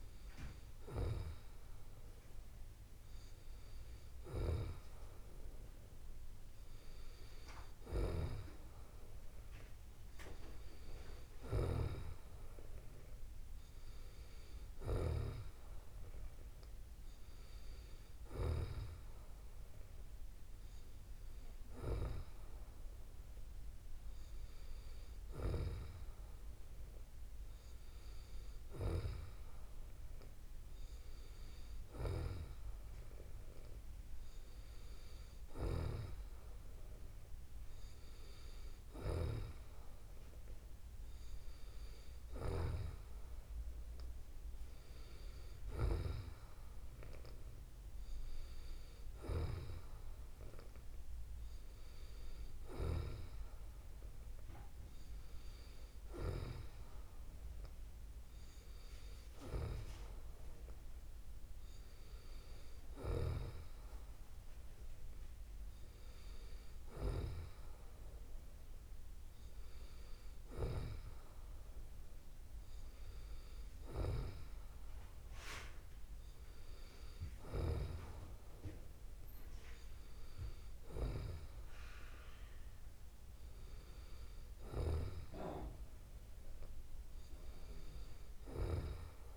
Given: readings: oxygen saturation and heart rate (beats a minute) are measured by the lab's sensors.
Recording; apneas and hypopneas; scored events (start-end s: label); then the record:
breathing in sleep by a room microphone; none
none scored
From the record:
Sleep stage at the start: N2 (light sleep); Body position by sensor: on the back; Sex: female